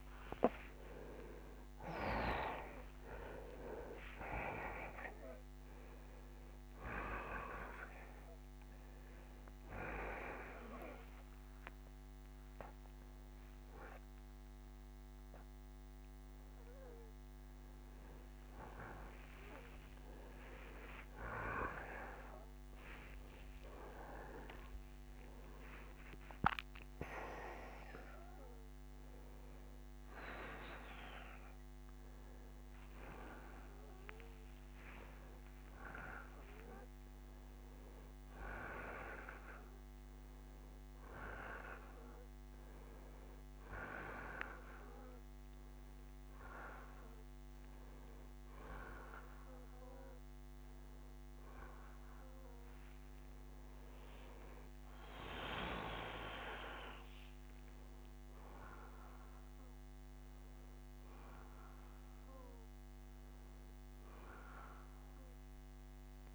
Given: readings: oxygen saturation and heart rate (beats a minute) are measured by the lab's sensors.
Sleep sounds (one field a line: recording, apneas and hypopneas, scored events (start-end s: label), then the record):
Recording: a person awake in a sleep study, by a microphone on the trachea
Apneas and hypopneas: none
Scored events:
0.00-13.00 s: oxygen desaturation (device-marked, oxygen 89% lowest, heart rate 57 extreme)
17.00-20.00 s: bradycardia (device-marked, heart rate 87 before, 70 extreme)
From the record:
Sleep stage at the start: awake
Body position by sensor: on the back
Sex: male